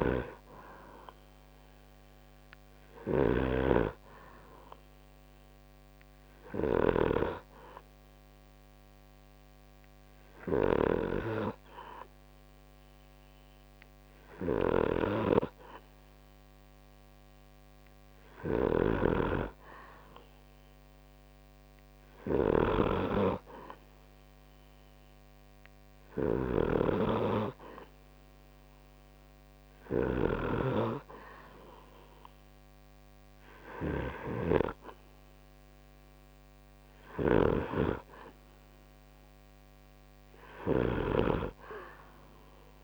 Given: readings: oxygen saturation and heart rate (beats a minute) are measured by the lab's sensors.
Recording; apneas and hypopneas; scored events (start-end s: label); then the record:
breathing in sleep by a microphone on the trachea; 1
0.00-42.84 s: snoring (device-marked)
8.50-21.00 s: hypopnea (oxygen 93% before, 92% lowest)
23.00-26.50 s: arousal
From the record:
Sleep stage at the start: N2 (light sleep); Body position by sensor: on the right side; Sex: male